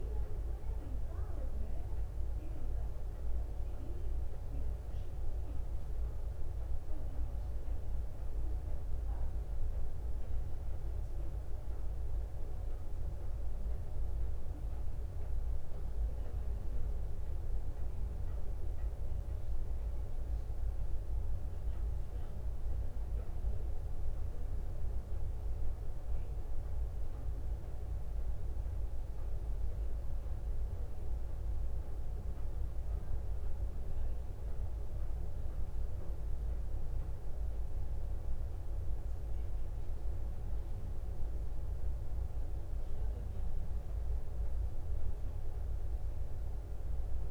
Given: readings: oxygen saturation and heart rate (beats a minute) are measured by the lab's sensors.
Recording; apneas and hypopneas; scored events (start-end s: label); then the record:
breathing in sleep, hard to hear, by a room microphone; none
none scored
From the record:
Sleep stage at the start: N2 (light sleep); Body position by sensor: on the back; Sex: female